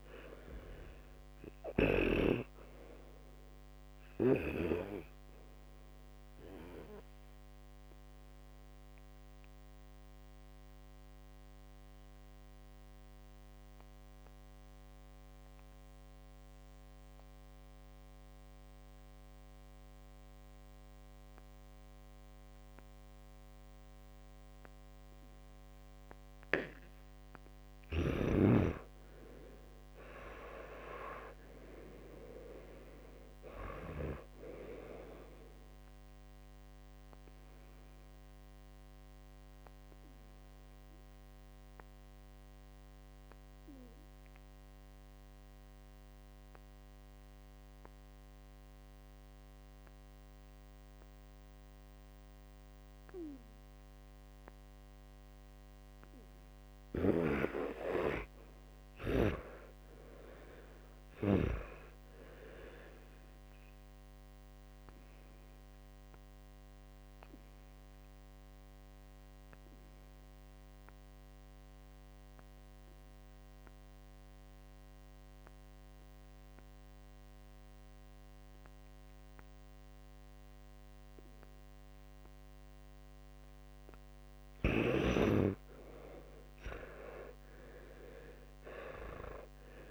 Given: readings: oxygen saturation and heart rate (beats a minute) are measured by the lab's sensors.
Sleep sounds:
breathing in sleep by a microphone on the trachea; 3
0.00-2.50 s: snoring (device-marked)
0.00-11.00 s: oxygen desaturation (device-marked, oxygen 92% lowest, heart rate 59 extreme)
4.50-27.00 s: obstructive apnea (oxygen 99% before, 90% lowest, heart rate 64 before, 58 extreme, up 18 after)
21.00-29.00 s: oxygen desaturation (device-marked, oxygen 93% before, 90% lowest, heart rate 62 before, 58 extreme)
30.00-34.00 s: arousal
38.00-52.00 s: oxygen desaturation (device-marked, oxygen 100% before, 92% lowest, heart rate 66 before, 56 extreme)
38.00-57.50 s: obstructive apnea (oxygen 100% before, 90% lowest, heart rate 66 before, 56 extreme, up 12 after)
57.00-61.50 s: snoring (device-marked)
57.00-66.00 s: oxygen desaturation (device-marked, oxygen 94% before, 91% lowest, heart rate 61 before, 56 extreme)
59.00-62.50 s: arousal
65.00-84.50 s: obstructive apnea (oxygen 97% before, 90% lowest, heart rate 64 before, 57 extreme, up 31 after)
72.00-75.00 s: oxygen desaturation (device-marked, oxygen 99% before, 95% lowest, heart rate 64 before, 58 extreme)
77.00-89.91 s: oxygen desaturation (device-marked, oxygen 99% before, 92% lowest, heart rate 63 before, 58 extreme)
86.00-89.91 s: arousal
From the record:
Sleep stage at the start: N2 (light sleep); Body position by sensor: on the back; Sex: male

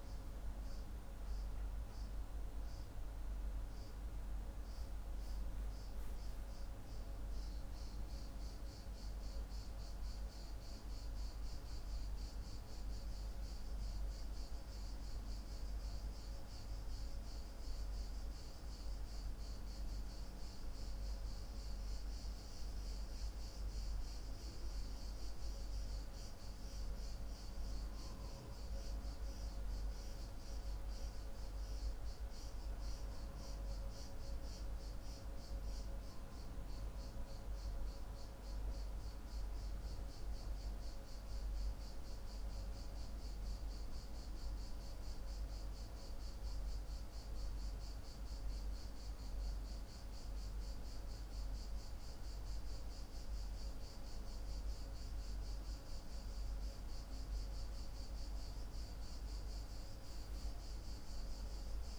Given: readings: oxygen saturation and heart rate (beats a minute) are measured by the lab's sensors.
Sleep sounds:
breathing in sleep, hard to hear, by a room microphone; none
none scored
From the record:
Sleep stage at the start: N2 (light sleep); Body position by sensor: on the left side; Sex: male

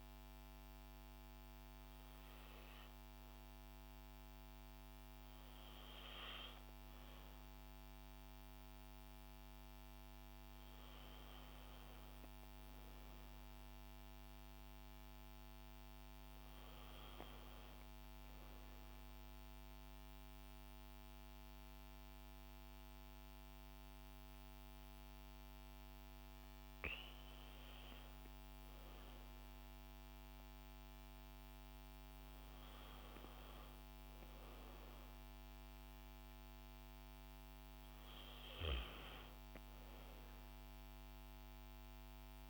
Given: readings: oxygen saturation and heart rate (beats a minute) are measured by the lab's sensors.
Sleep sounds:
breathing in sleep, hard to hear, by a microphone on the trachea; none
0.00-10.50 s: oxygen desaturation (device-marked, oxygen 92% lowest, heart rate 65 extreme)
22.50-42.50 s: new sleep stage, N1 (lightest sleep)
33.00-39.00 s: arousal
From the record:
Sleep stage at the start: N2 (light sleep); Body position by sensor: on the back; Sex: female

